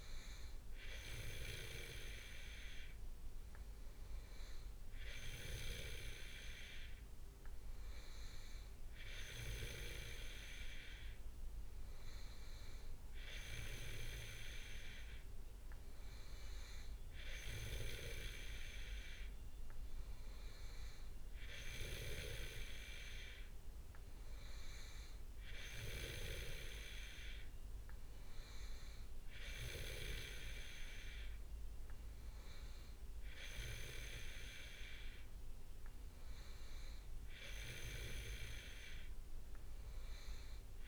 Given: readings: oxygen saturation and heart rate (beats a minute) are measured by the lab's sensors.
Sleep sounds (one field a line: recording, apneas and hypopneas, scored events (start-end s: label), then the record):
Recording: breathing in sleep by a room microphone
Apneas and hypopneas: none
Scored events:
none scored
From the record:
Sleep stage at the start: N2 (light sleep)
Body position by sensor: on the back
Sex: male